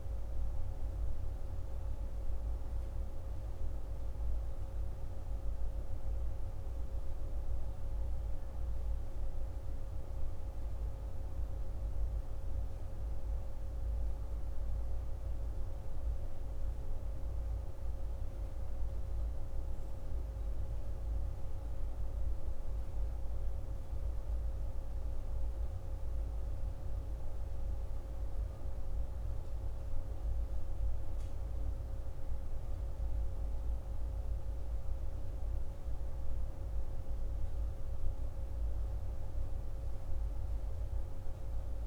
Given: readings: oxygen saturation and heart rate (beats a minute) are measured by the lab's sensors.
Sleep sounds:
breathing in sleep, hard to hear, by a room microphone; none
none scored
From the record:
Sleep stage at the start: N1 (lightest sleep); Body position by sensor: on the back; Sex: male

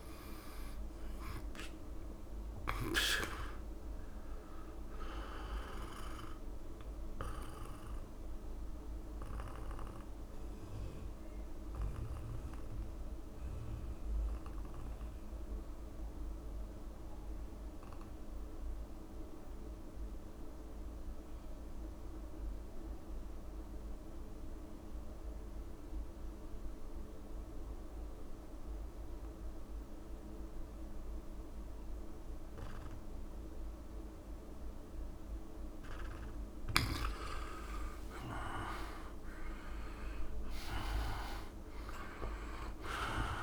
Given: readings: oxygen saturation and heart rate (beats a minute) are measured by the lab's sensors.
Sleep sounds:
breathing in sleep by a room microphone; 1
0.00-1.00 s: arousal
0.00-3.00 s: snoring (device-marked)
0.00-22.00 s: oxygen desaturation (device-marked, oxygen 88% lowest, heart rate 70 extreme)
5.50-36.00 s: mixed apnea (oxygen 98% before, 85% lowest, heart rate 73 before, 70 extreme, up 4 after)
36.00-43.43 s: oxygen desaturation (device-marked, oxygen 99% before, 85% lowest, heart rate 72 before, 71 extreme)
37.50-41.00 s: arousal
From the record:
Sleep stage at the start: N2 (light sleep); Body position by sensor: on the back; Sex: male

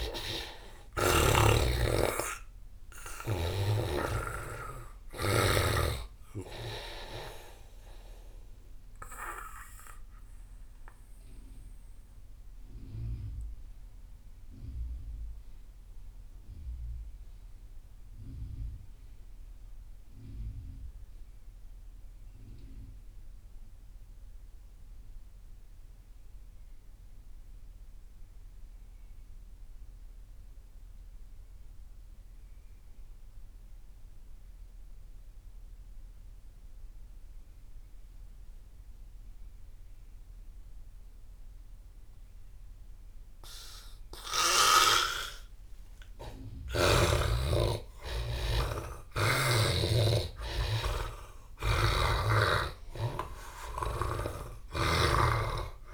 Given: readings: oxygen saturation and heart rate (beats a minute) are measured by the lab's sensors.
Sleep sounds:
breathing in sleep by a room microphone; 1
0.00-24.50 s: oxygen desaturation (device-marked, oxygen 78% lowest)
8.50-45.00 s: obstructive apnea (oxygen 98% before, 76% lowest)
36.50-55.94 s: oxygen desaturation (device-marked, oxygen 98% before, 76% lowest)
46.50-51.00 s: arousal
54.00-55.94 s: snoring (device-marked)
From the record:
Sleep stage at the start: N2 (light sleep); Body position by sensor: on the back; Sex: male

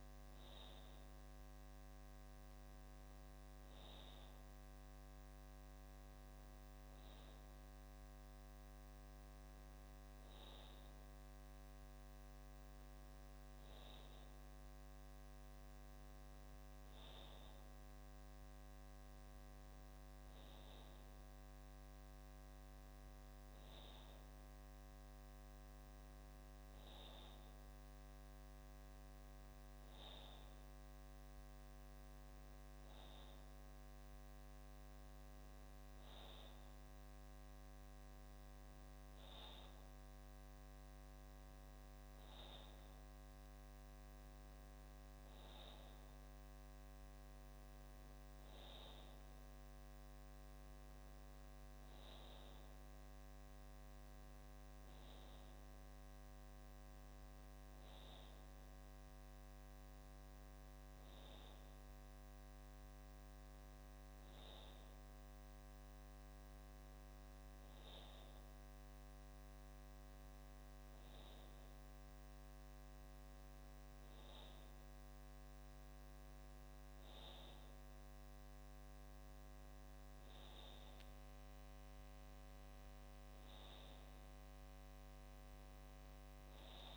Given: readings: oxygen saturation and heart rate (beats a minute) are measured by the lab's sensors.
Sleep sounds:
breathing in sleep, hard to hear, by a microphone on the trachea; none
none scored
From the record:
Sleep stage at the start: N2 (light sleep); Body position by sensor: on the back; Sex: male

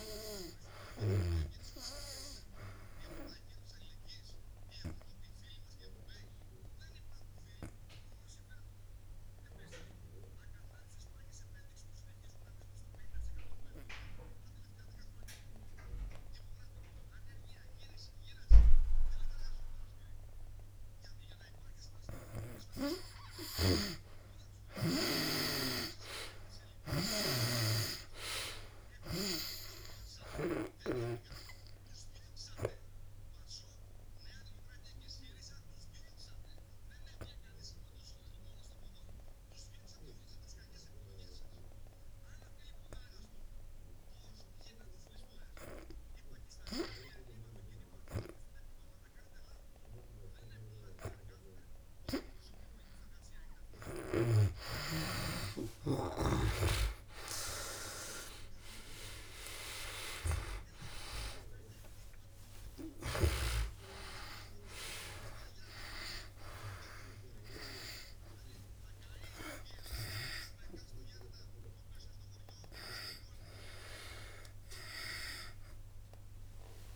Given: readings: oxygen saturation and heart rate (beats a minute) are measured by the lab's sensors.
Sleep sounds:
breathing in sleep by a room microphone; 2
0.00-19.00 s: oxygen desaturation (device-marked, oxygen 78% lowest, heart rate 66 extreme)
4.00-22.00 s: obstructive apnea (oxygen 97% before, 78% lowest, heart rate 70 before, 66 extreme, up 2 after)
24.50-27.50 s: arousal
32.00-49.00 s: oxygen desaturation (device-marked, oxygen 98% before, 81% lowest, heart rate 68 before, 64 extreme)
32.00-53.50 s: obstructive apnea (oxygen 99% before, 81% lowest, heart rate 68 before, 64 extreme, up 11 after)
60.00-76.96 s: new sleep stage, awake
62.00-76.96 s: oxygen desaturation (device-marked, oxygen 95% before, 83% lowest, heart rate 67 before, 75 extreme)
From the record:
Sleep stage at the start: N2 (light sleep); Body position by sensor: on the back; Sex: male

